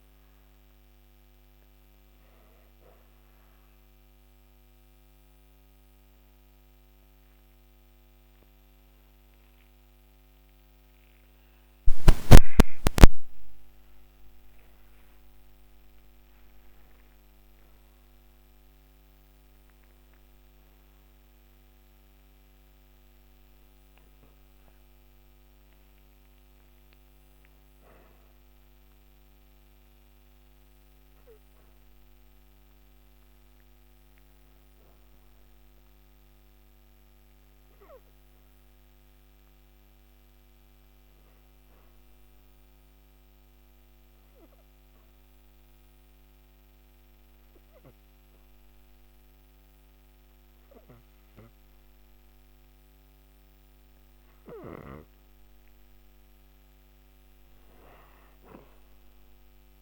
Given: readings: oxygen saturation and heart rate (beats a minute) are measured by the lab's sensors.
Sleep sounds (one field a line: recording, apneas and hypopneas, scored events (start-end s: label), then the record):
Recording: breathing in sleep by a microphone on the trachea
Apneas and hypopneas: 1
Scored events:
16.00-21.50 s: arousal
37.00-54.00 s: obstructive apnea (oxygen 97% before, 96% lowest, heart rate 134 before, 120 extreme, up 41 after)
57.50-59.82 s: arousal
From the record:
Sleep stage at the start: N2 (light sleep)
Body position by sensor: on the back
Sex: female